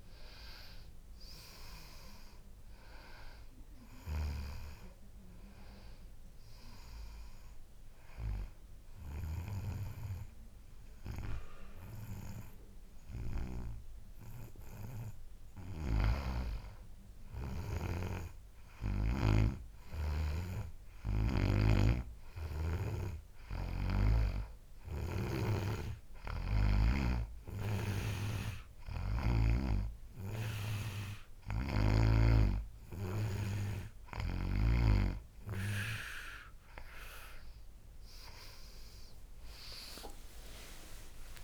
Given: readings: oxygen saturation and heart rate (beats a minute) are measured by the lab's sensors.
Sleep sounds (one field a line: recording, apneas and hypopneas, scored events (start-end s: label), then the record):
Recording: breathing in sleep by a room microphone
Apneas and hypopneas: 1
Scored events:
7.00-17.00 s: obstructive apnea (oxygen 95% before, 92% lowest, heart rate 96 before, 64 extreme, up 6 after)
19.50-24.00 s: arousal
29.00-35.00 s: oxygen desaturation (device-marked, oxygen 98% before, 94% lowest, heart rate 66 before, 68 extreme)
40.00-41.44 s: new sleep stage, awake
40.00-41.44 s: tachycardia (device-marked, heart rate 70 before, 135 extreme)
From the record:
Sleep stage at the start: N2 (light sleep)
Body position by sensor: on the back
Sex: male